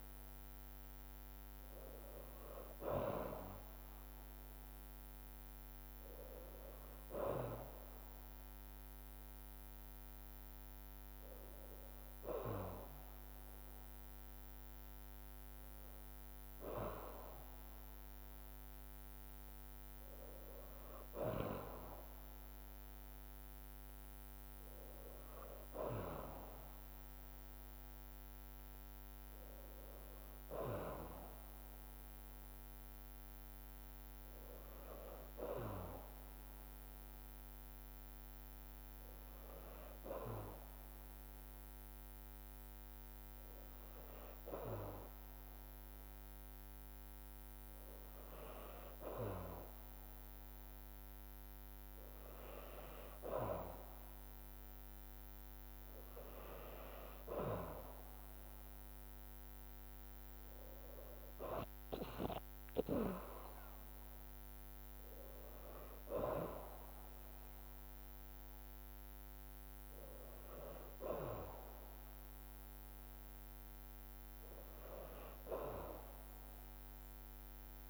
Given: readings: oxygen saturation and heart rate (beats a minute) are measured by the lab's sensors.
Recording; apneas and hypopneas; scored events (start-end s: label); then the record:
breathing in sleep by a microphone on the trachea; none
6.50-20.50 s: drop in pulse transit time (device-marked, heart rate 52 before, 52 extreme)
36.50-47.50 s: drop in pulse transit time (device-marked, heart rate 52 before, 52 extreme)
63.50-76.50 s: drop in pulse transit time (device-marked, heart rate 53 before, 52 extreme)
From the record:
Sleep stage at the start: N2 (light sleep); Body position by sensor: on the back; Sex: female